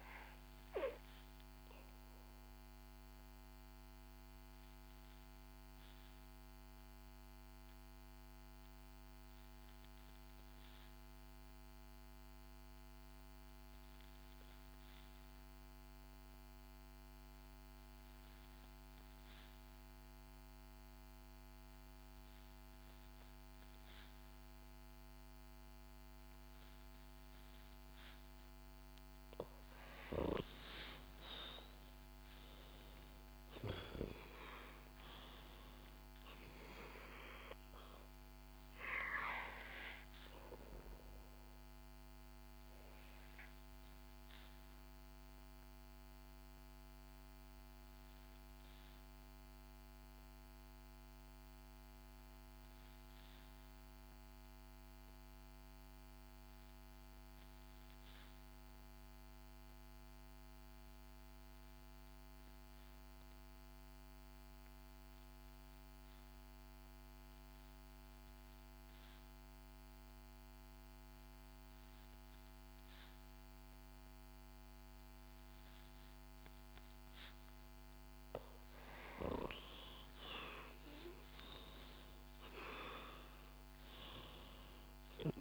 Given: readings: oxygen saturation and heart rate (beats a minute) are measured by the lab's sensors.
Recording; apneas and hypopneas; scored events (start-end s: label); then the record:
breathing in sleep by a microphone on the trachea; 2
0.00-20.50 s: oxygen desaturation (device-marked, oxygen 80% lowest, heart rate 62 extreme)
2.00-28.50 s: obstructive apnea (oxygen 95% before, 80% lowest, heart rate 69 before, 61 extreme, up 6 after)
30.00-34.50 s: arousal
35.50-59.50 s: oxygen desaturation (device-marked, oxygen 96% before, 86% lowest, heart rate 65 before, 61 extreme)
41.50-78.00 s: obstructive apnea (oxygen 97% before, 84% lowest, heart rate 67 before, 61 extreme, up 9 after)
74.50-85.41 s: oxygen desaturation (device-marked, oxygen 97% before, 84% lowest, heart rate 64 before, 59 extreme)
80.00-85.00 s: arousal
From the record:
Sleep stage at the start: N2 (light sleep); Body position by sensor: on the back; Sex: female